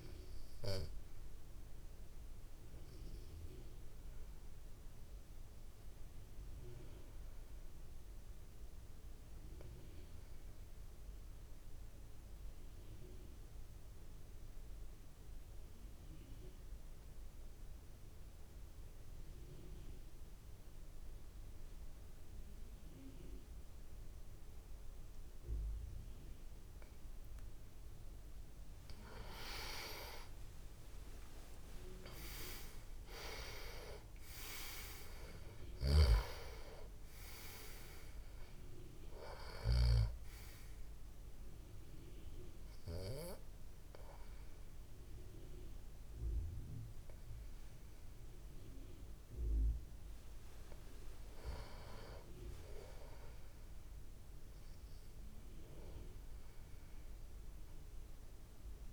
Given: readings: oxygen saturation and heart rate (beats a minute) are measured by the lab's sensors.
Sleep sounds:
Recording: breathing in sleep by a room microphone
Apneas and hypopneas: 2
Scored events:
0.00-14.50 s: oxygen desaturation (device-marked, oxygen 91% lowest)
5.00-28.00 s: obstructive apnea (oxygen 98% before, 89% lowest)
23.50-56.50 s: oxygen desaturation (device-marked, oxygen 98% before, 89% lowest)
29.00-33.00 s: arousal
35.50-40.00 s: snoring (device-marked)
40.00-51.00 s: obstructive apnea (oxygen 98% before, 89% lowest)
53.00-56.00 s: arousal
From the record:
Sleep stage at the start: N2 (light sleep)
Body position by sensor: on the back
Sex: male

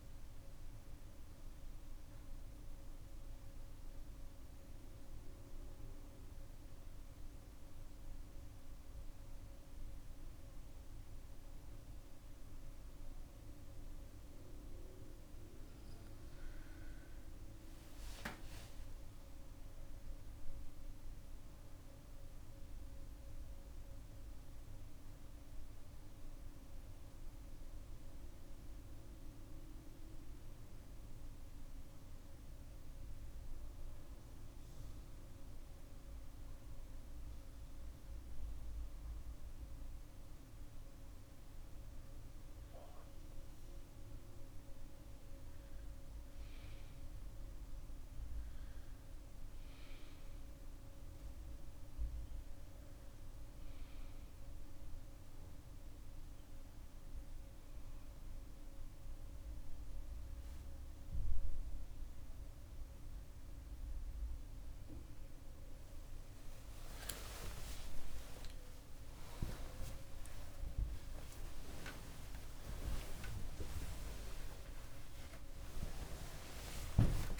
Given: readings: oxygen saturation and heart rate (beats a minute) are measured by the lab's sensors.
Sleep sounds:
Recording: breathing in sleep by a room microphone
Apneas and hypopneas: none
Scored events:
17.50-21.50 s: arousal
24.00-34.00 s: bradycardia (device-marked, heart rate 80 before, 58 extreme)
67.00-72.50 s: arousal
67.50-69.50 s: long interval between heartbeats (device-marked, heart rate 63 before, 71 extreme)
73.00-75.00 s: long interval between heartbeats (device-marked, heart rate 76 before, 176 extreme)
From the record:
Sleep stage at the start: N2 (light sleep)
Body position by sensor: on the back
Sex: female

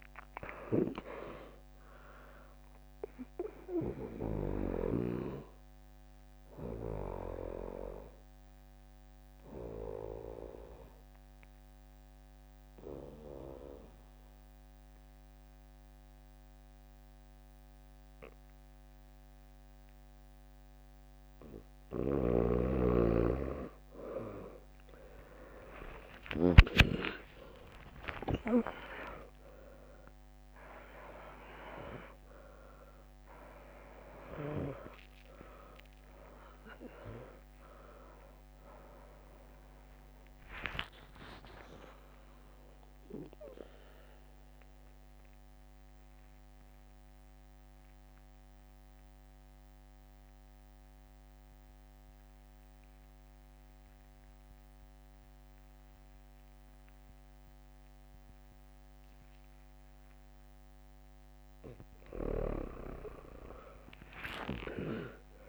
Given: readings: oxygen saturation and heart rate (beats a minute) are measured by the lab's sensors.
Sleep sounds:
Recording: breathing in sleep by a microphone on the trachea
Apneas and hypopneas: 2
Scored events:
0.00-1.00 s: arousal
7.00-20.50 s: obstructive apnea (oxygen 100% before, 95% lowest, heart rate 77 before, 57 extreme, up 18 after)
16.50-24.50 s: bradycardia (device-marked, heart rate 73 before, 57 extreme)
24.50-28.50 s: arousal
28.00-30.00 s: long interval between heartbeats (device-marked, heart rate 60 before, 77 extreme)
29.50-50.50 s: oxygen desaturation (device-marked, oxygen 99% before, 95% lowest, heart rate 61 before, 55 extreme)
30.50-48.50 s: drop in pulse transit time (device-marked, heart rate 62 before, 83 extreme)
41.00-61.00 s: obstructive apnea (oxygen 99% before, 95% lowest, heart rate 78 before, 55 extreme, up 36 after)
53.50-62.50 s: bradycardia (device-marked, heart rate 74 before, 55 extreme)
63.50-65.48 s: arousal
From the record:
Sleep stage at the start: N2 (light sleep)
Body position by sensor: on the back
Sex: female

